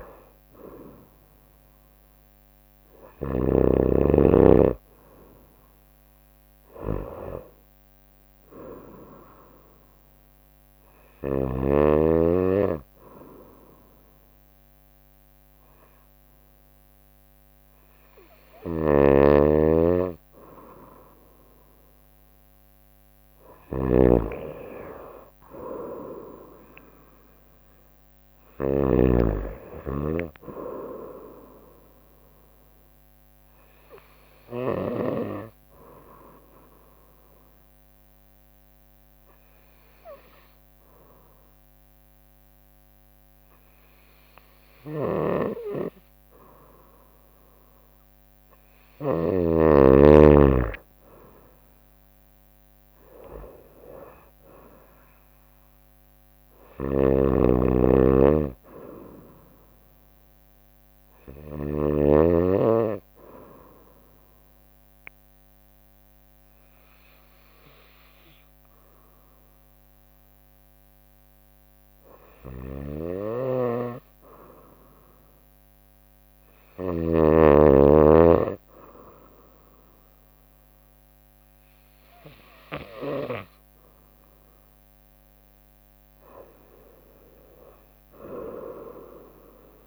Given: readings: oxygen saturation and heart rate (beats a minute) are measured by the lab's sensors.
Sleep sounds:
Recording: breathing in sleep by a microphone on the trachea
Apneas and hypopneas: 3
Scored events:
0.00-3.50 s: snoring (device-marked)
6.50-9.50 s: arousal
12.50-23.00 s: hypopnea (oxygen 95% before, 94% lowest, heart rate 67 before, 62 extreme, up 4 after)
18.50-35.00 s: snoring (device-marked)
24.50-27.50 s: arousal
34.50-48.50 s: obstructive apnea (oxygen 95% before, 93% lowest, heart rate 65 before, 62 extreme, up 3 after)
45.00-49.50 s: snoring (device-marked)
50.50-54.00 s: arousal
56.50-62.00 s: snoring (device-marked)
63.00-82.00 s: hypopnea (oxygen 96% before, 93% lowest, heart rate 65 before, 62 extreme, up 3 after)
72.50-77.00 s: snoring (device-marked)
84.00-88.00 s: arousal
From the record:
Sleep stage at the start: N2 (light sleep)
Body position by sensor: on the right side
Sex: female

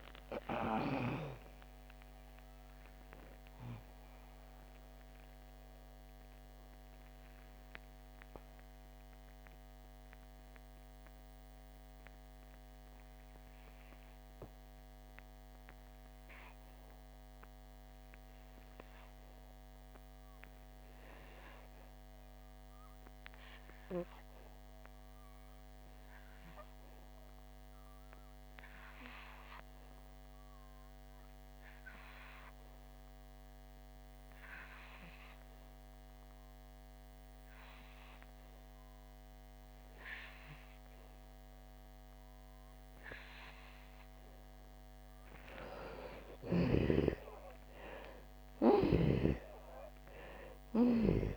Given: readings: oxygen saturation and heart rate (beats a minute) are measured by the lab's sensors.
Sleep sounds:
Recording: breathing in sleep by a microphone on the trachea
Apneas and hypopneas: 1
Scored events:
0.00-21.50 s: oxygen desaturation (device-marked, oxygen 69% lowest, heart rate 50 extreme)
5.00-44.50 s: mixed apnea (oxygen 97% before, 66% lowest, heart rate 80 before, 50 extreme)
26.50-51.37 s: oxygen desaturation (device-marked, oxygen 96% before, 66% lowest, heart rate 69 before, 50 extreme)
45.50-50.00 s: arousal
From the record:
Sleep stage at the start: N2 (light sleep)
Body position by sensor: on the back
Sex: female

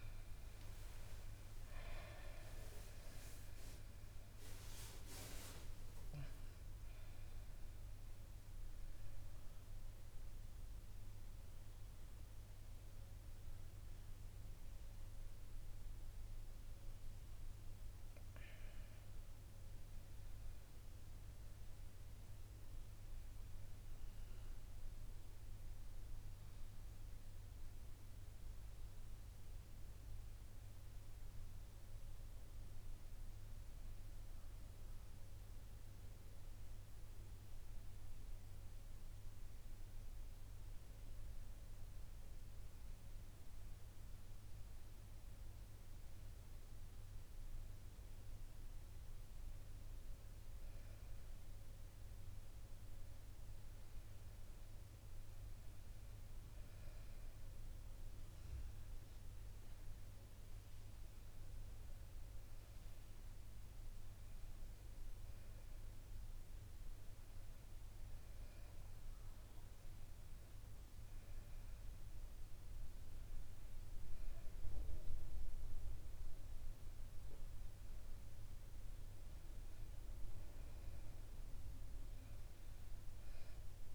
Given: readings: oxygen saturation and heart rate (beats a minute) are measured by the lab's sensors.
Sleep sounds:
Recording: a person awake in a sleep study, hard to hear, by a room microphone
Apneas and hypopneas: none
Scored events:
30.50-41.50 s: oxygen desaturation (device-marked, oxygen 100% before, 97% lowest, heart rate 70 before, 69 extreme)
72.50-83.95 s: new sleep stage, N1 (lightest sleep)
From the record:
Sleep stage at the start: awake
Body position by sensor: on the back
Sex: female

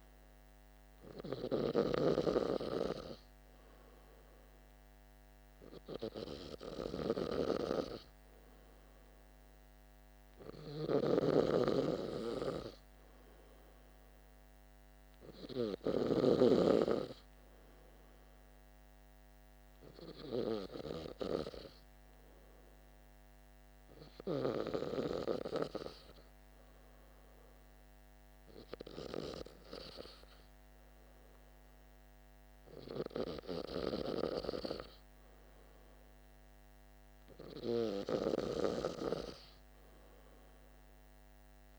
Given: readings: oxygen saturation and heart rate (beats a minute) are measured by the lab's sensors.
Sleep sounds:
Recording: breathing in sleep by a microphone on the trachea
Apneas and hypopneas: none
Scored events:
0.00-16.00 s: snoring (device-marked)
From the record:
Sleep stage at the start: N2 (light sleep)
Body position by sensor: on the back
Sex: male

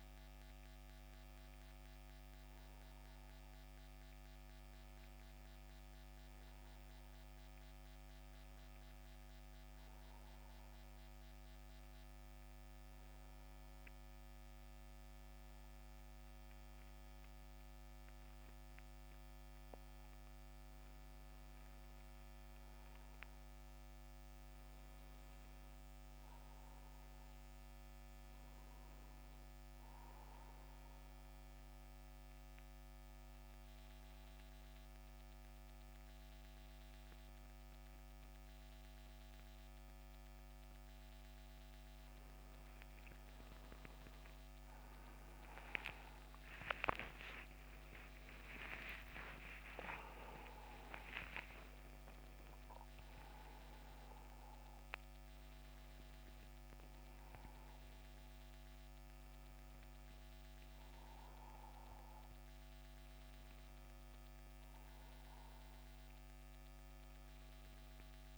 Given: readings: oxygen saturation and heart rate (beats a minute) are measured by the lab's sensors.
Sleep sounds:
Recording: breathing in sleep by a microphone on the trachea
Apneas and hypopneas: 1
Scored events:
0.00-10.50 s: oxygen desaturation (device-marked, oxygen 90% lowest, heart rate 72 extreme)
20.50-24.00 s: arousal
30.00-41.00 s: central apnea (oxygen 95% before, 90% lowest, heart rate 77 before, 73 extreme, up 14 after)
44.50-49.50 s: arousal
48.50-68.38 s: new sleep stage, N1 (lightest sleep)
50.50-68.38 s: oxygen desaturation (device-marked, oxygen 93% before, 90% lowest, heart rate 78 before, 74 extreme)
From the record:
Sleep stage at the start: N2 (light sleep)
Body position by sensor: on the back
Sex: male

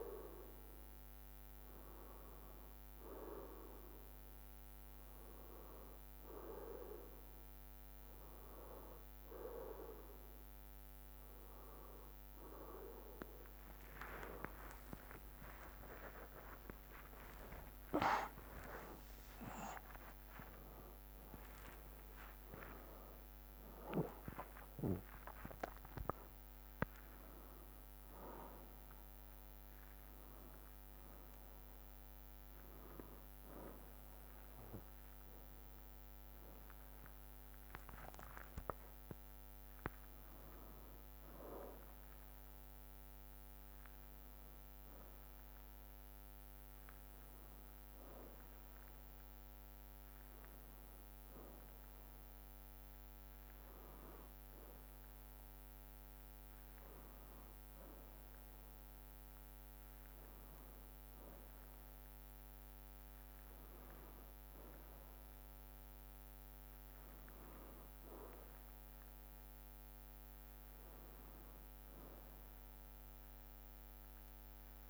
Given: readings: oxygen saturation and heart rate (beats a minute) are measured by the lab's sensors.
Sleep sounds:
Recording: a person awake in a sleep study, by a microphone on the trachea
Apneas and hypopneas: none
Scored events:
14.00-21.00 s: tachycardia (device-marked, heart rate 70 before, 145 extreme)
14.50-16.50 s: long interval between heartbeats (device-marked, heart rate 60 before, 70 extreme)
16.00-28.00 s: drop in pulse transit time (device-marked, heart rate 62 before, 70 extreme)
17.50-19.50 s: long interval between heartbeats (device-marked, heart rate 63 before, 114 extreme)
38.00-72.00 s: bradycardia (device-marked, heart rate 71 before, 56 extreme)
From the record:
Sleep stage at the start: awake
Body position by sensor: on the back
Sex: male

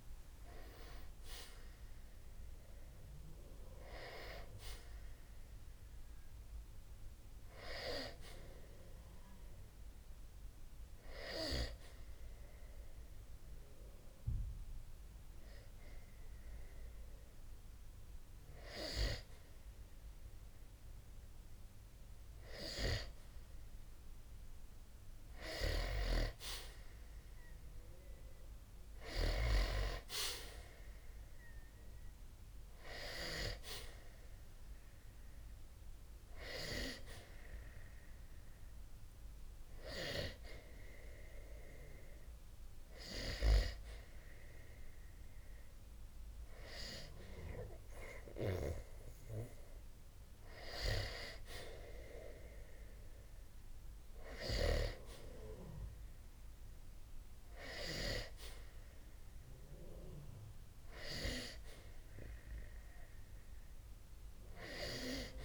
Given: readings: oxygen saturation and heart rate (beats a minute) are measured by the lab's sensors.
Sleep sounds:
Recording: breathing in sleep by a room microphone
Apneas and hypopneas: 2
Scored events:
0.00-8.50 s: oxygen desaturation (device-marked, oxygen 90% lowest, heart rate 60 extreme)
12.00-22.00 s: hypopnea (oxygen 95% before, 92% lowest, heart rate 65 before, 60 extreme, up 0 after)
25.00-28.00 s: arousal
27.50-46.50 s: oxygen desaturation (device-marked, oxygen 95% before, 92% lowest, heart rate 62 before, 60 extreme)
39.50-50.50 s: hypopnea (oxygen 95% before, 92% lowest, heart rate 60 before, 60 extreme, up 7 after)
53.50-57.00 s: arousal
From the record:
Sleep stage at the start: N2 (light sleep)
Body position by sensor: on the back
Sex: male

